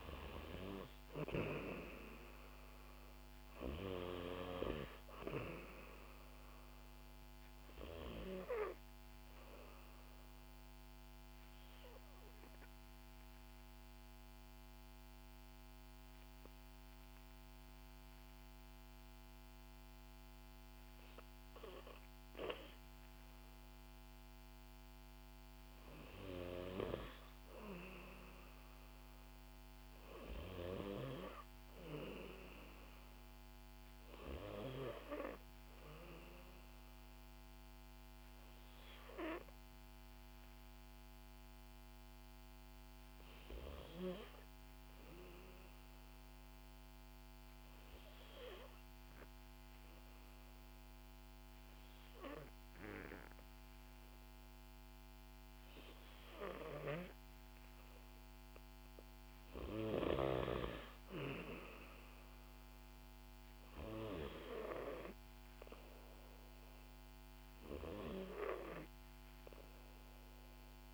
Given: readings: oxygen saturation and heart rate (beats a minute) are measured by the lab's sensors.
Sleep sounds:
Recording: breathing in sleep by a microphone on the trachea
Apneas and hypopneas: 2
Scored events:
0.00-2.00 s: arousal
11.00-25.00 s: obstructive apnea (oxygen 93% before, 90% lowest, heart rate 61 before, 56 extreme, up 4 after)
27.00-30.00 s: arousal
37.00-58.00 s: obstructive apnea (oxygen 95% before, 91% lowest, heart rate 59 before, 58 extreme, up 5 after)
61.50-65.50 s: arousal
From the record:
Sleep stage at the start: N2 (light sleep)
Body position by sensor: on the back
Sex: female

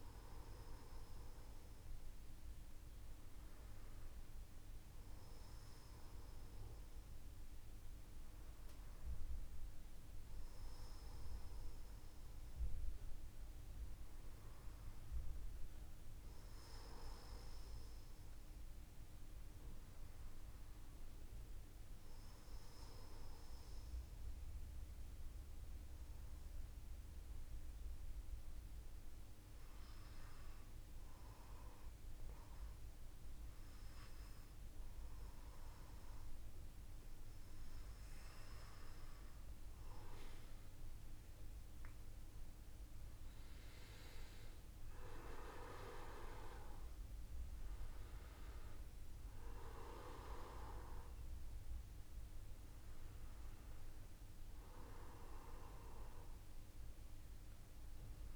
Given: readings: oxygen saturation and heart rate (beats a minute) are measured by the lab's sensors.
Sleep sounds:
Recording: breathing in sleep by a room microphone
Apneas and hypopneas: 1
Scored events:
14.50-58.36 s: new sleep stage, N2 (light sleep)
24.00-38.00 s: mixed apnea (oxygen 97% before, 93% lowest, heart rate 56 before, 55 extreme, up 5 after)
40.00-43.50 s: arousal
44.50-58.36 s: oxygen desaturation (device-marked, oxygen 96% before, 93% lowest, heart rate 56 before, 55 extreme)
From the record:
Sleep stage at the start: N1 (lightest sleep)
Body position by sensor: on the back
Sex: male

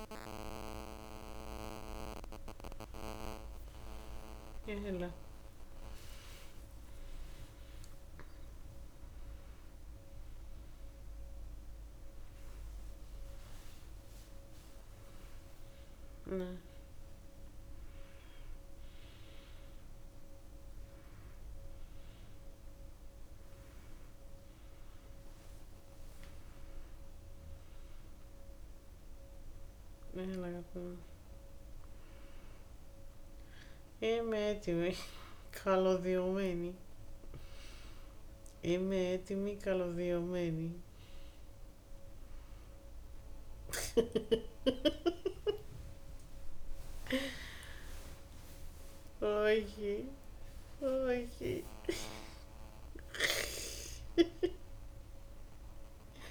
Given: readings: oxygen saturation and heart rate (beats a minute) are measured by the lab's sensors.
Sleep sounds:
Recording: a person awake in a sleep study, by a room microphone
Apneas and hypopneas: none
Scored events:
30.00-44.50 s: snoring (device-marked)
From the record:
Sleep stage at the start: awake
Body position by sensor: on the back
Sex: female

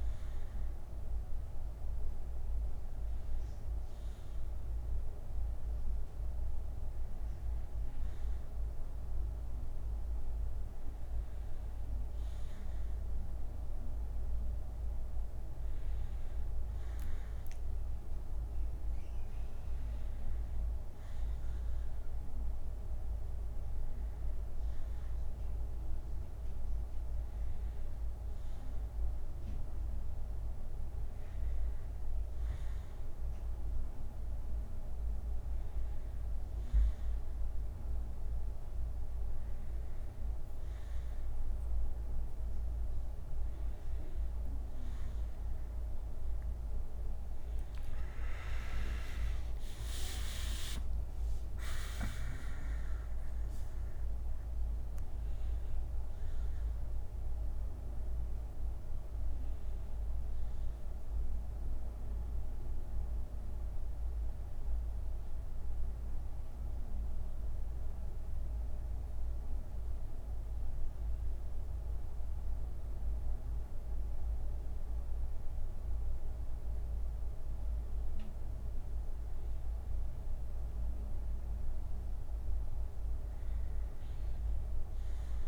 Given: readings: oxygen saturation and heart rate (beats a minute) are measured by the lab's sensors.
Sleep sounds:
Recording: breathing in sleep, hard to hear, by a room microphone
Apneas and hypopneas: 1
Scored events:
28.00-34.00 s: bradycardia (device-marked, heart rate 71 before, 55 extreme)
45.50-49.50 s: arousal
62.50-79.00 s: hypopnea (oxygen 93% before, 92% lowest, heart rate 75 before, 54 extreme, up 21 after)
65.00-67.00 s: bradycardia (device-marked, heart rate 71 before, 64 extreme)
74.00-77.00 s: bradycardia (device-marked, heart rate 71 before, 63 extreme)
82.00-85.48 s: arousal
From the record:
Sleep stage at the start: N1 (lightest sleep)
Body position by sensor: on the back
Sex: male

